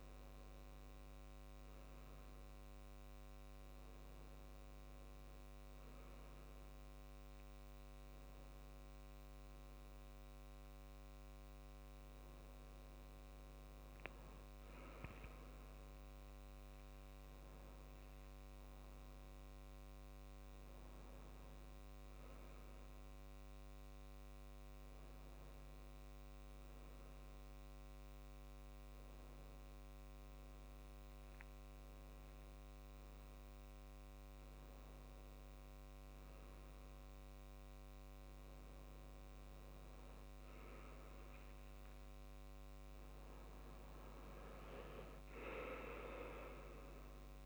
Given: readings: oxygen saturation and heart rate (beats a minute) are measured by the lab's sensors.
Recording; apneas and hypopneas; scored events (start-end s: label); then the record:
breathing in sleep, hard to hear, by a microphone on the trachea; none
47.00-47.46 s: new sleep stage, awake
From the record:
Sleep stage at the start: N1 (lightest sleep); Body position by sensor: on the back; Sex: male